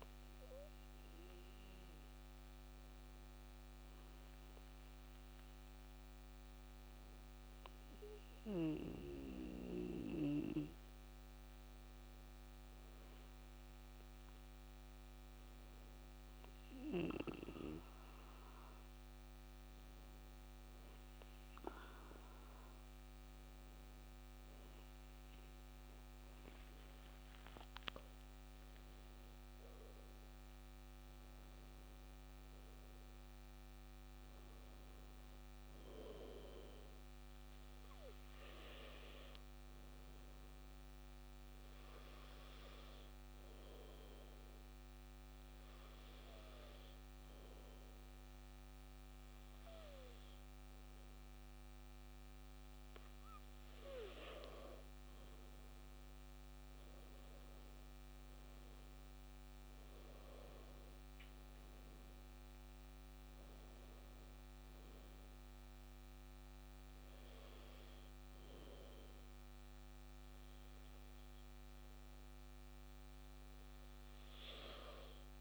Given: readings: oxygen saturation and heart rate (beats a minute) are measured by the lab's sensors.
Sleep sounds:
breathing in sleep by a microphone on the trachea; 2
0.00-4.00 s: oxygen desaturation (device-marked, oxygen 95% lowest)
1.50-13.50 s: hypopnea (oxygen 99% before, 94% lowest)
15.50-20.00 s: arousal
28.00-42.00 s: tachycardia (device-marked, heart rate 63 before, 168 extreme)
42.00-54.00 s: hypopnea (oxygen 96% before, 93% lowest, heart rate 103 before, 47 extreme, up 52 after)
53.00-57.00 s: tachycardia (device-marked, heart rate 65 before, 108 extreme)
55.50-59.00 s: arousal
From the record:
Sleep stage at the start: N2 (light sleep); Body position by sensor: on the back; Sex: male

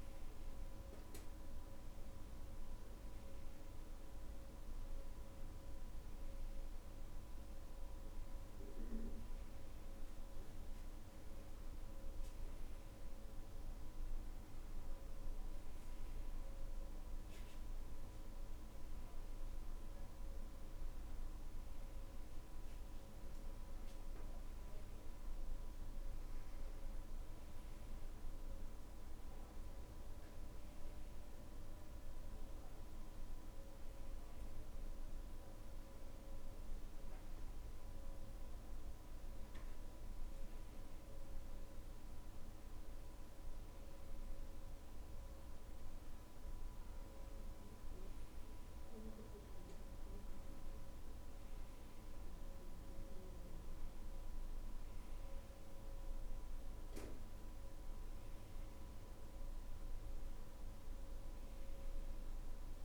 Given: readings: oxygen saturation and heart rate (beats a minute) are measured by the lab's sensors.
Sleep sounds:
breathing in sleep, hard to hear, by a room microphone; none
none scored
From the record:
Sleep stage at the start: N2 (light sleep); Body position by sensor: on the back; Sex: male

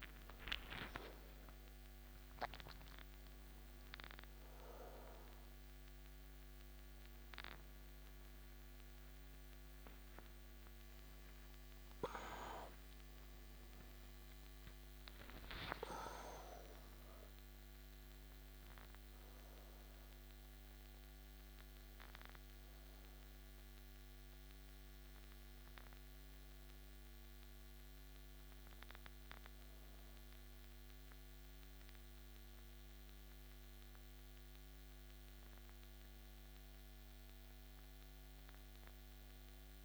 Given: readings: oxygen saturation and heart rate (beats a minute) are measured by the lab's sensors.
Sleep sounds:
breathing in sleep by a microphone on the trachea; none
0.00-3.50 s: arousal
From the record:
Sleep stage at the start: N2 (light sleep); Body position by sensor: on the back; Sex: male

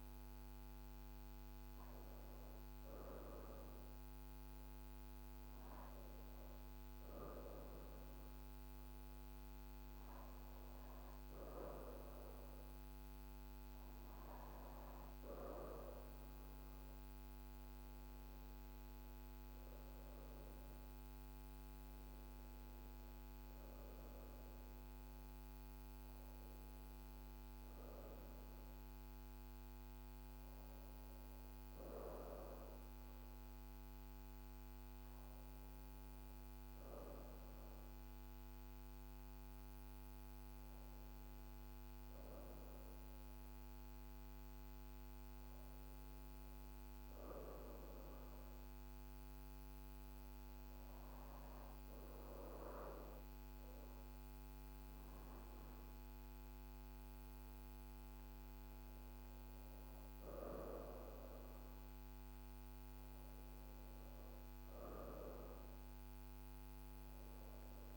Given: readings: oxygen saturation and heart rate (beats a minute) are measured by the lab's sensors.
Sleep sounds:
breathing in sleep by a microphone on the trachea; 1
47.00-58.00 s: obstructive apnea (oxygen 95% before, 90% lowest)
59.00-67.97 s: oxygen desaturation (device-marked, oxygen 94% before, 91% lowest)
60.50-65.50 s: arousal
From the record:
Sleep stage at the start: N2 (light sleep); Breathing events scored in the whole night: 171 in 4.5 hours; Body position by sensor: on the back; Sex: female

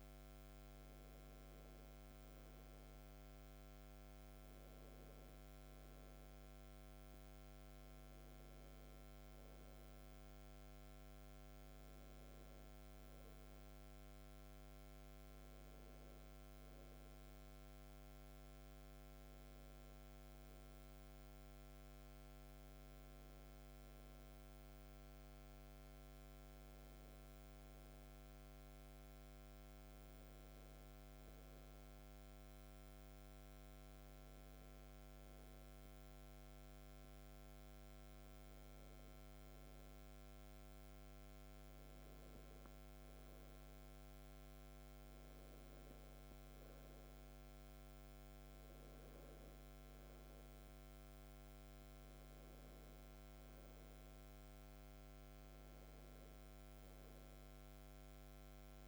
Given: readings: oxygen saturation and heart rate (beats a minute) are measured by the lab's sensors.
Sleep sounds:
breathing in sleep, hard to hear, by a microphone on the trachea; none
none scored
From the record:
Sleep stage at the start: N1 (lightest sleep); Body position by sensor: on the back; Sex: male

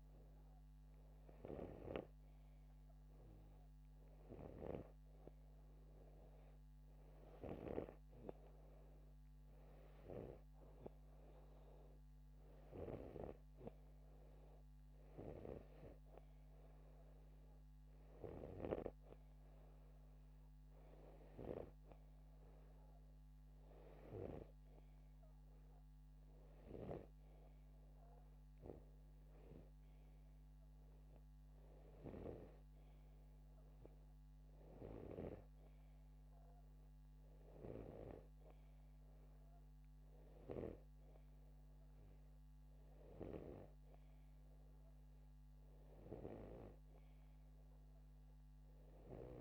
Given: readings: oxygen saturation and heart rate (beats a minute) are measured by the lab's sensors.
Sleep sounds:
breathing in sleep by a microphone on the trachea; none
none scored
From the record:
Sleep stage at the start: N2 (light sleep); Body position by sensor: upright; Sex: male

